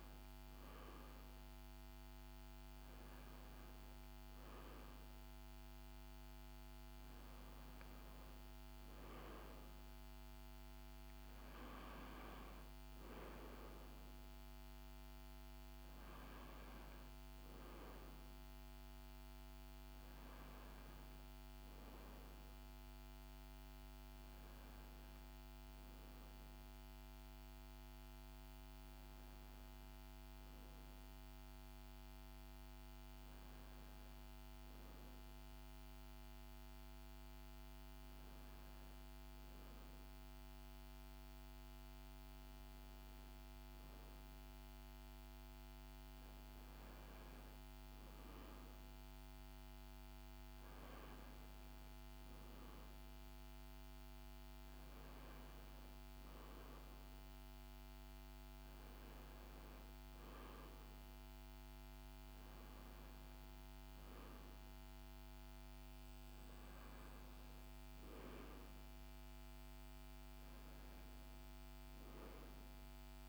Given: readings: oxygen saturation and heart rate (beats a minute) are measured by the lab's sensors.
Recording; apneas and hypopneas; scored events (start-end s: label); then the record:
breathing in sleep, hard to hear, by a microphone on the trachea; none
63.00-67.50 s: arousal
From the record:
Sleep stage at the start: N1 (lightest sleep); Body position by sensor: on the right side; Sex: female